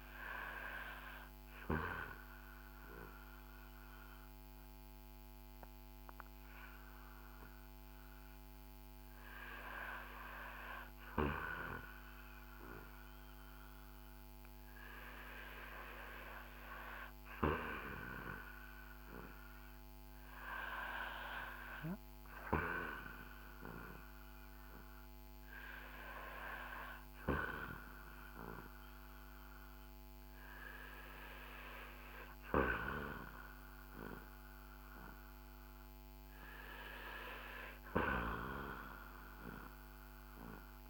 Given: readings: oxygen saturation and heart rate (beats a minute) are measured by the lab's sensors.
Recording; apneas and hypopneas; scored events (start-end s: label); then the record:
breathing in sleep by a microphone on the trachea; none
0.00-5.00 s: oxygen desaturation (device-marked, oxygen 82% lowest, heart rate 55 extreme)
1.00-6.00 s: arousal
30.00-40.89 s: oxygen desaturation (device-marked, oxygen 84% before, 81% lowest, heart rate 64 before, 58 extreme)
From the record:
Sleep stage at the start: REM sleep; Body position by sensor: on the back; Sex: male